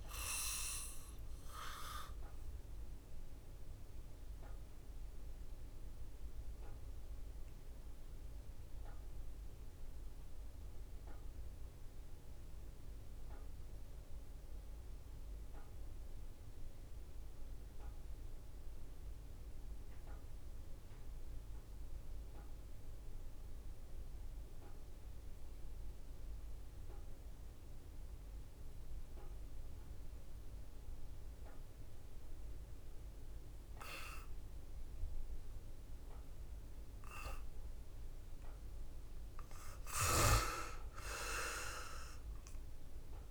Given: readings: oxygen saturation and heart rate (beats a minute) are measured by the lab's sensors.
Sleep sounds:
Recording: breathing in sleep by a room microphone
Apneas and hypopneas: 1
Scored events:
0.00-18.00 s: oxygen desaturation (device-marked, oxygen 72% lowest, heart rate 53 extreme)
0.50-37.00 s: obstructive apnea (oxygen 96% before, 72% lowest, heart rate 67 before, 63 extreme, up 8 after)
32.00-43.31 s: oxygen desaturation (device-marked, oxygen 98% before, 78% lowest, heart rate 67 before, 63 extreme)
41.00-43.31 s: arousal
From the record:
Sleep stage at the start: N2 (light sleep)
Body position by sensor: on the back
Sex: male

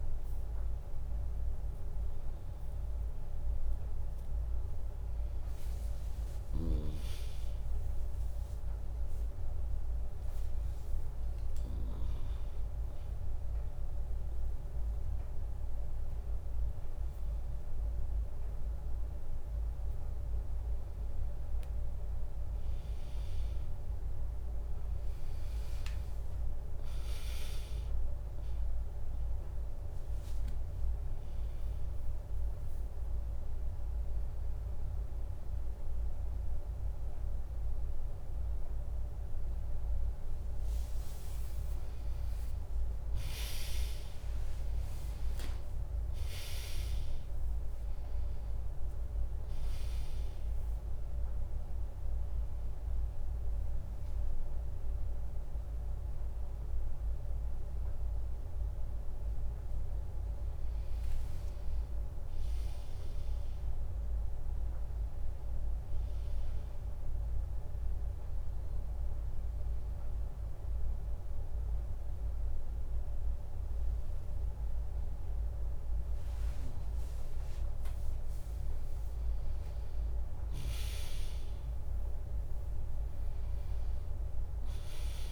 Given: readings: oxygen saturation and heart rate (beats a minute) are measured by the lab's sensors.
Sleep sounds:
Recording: breathing in sleep, hard to hear, by a room microphone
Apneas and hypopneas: none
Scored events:
42.50-44.50 s: long interval between heartbeats (device-marked, heart rate 80 before, 89 extreme)
From the record:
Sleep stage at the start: N1 (lightest sleep)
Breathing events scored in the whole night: 409 in 4.5 hours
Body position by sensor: on the back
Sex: female

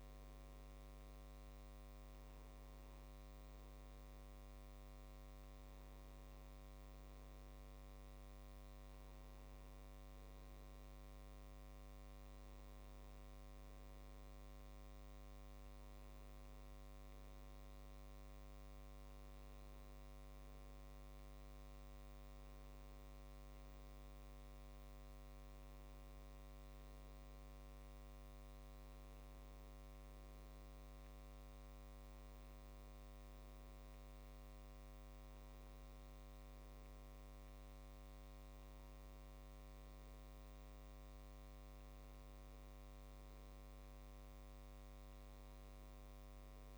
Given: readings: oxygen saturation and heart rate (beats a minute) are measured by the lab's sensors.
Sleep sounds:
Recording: breathing in sleep, hard to hear, by a microphone on the trachea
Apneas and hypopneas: none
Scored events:
none scored
From the record:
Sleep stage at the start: N1 (lightest sleep)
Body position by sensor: on the back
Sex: male

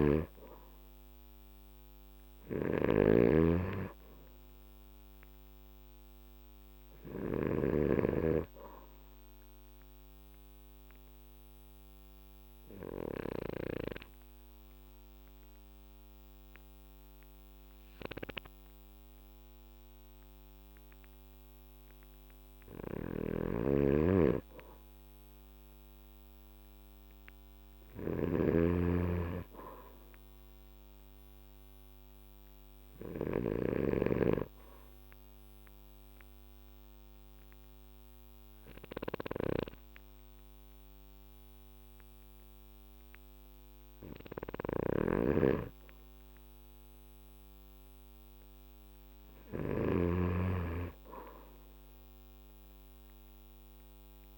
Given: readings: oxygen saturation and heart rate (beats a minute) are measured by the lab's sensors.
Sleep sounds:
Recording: breathing in sleep by a microphone on the trachea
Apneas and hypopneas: 2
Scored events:
0.00-2.50 s: arousal
0.00-13.50 s: snoring (device-marked)
9.00-21.50 s: obstructive apnea (oxygen 99% before, 92% lowest, heart rate 57 before, 53 extreme, up 4 after)
18.50-30.50 s: oxygen desaturation (device-marked, oxygen 96% before, 93% lowest, heart rate 57 before, 53 extreme)
22.50-54.38 s: snoring (device-marked)
29.00-32.50 s: arousal
34.50-46.00 s: obstructive apnea (oxygen 97% before, 92% lowest, heart rate 57 before, 53 extreme, up 3 after)
48.50-54.38 s: oxygen desaturation (device-marked, oxygen 95% before, 92% lowest, heart rate 57 before, 55 extreme)
49.50-54.00 s: arousal
From the record:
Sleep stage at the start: N2 (light sleep)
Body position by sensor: on the back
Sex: male

